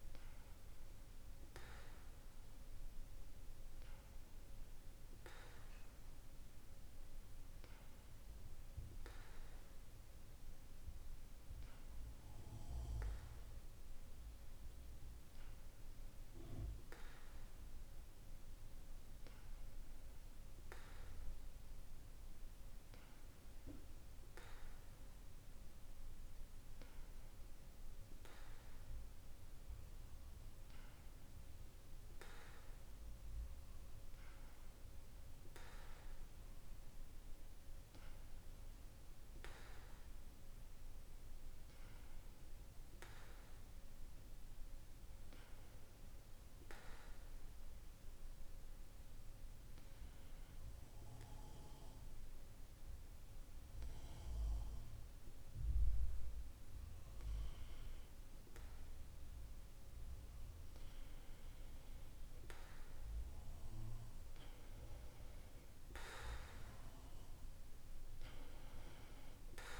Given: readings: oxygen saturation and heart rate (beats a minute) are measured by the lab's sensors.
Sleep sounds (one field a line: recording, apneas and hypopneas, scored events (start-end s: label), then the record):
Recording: breathing in sleep by a room microphone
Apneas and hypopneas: 1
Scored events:
47.50-61.00 s: obstructive apnea (oxygen 95% before, 93% lowest, heart rate 51 before, 49 extreme, up 2 after)
62.50-65.50 s: arousal
From the record:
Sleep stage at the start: N2 (light sleep)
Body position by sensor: on the back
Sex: male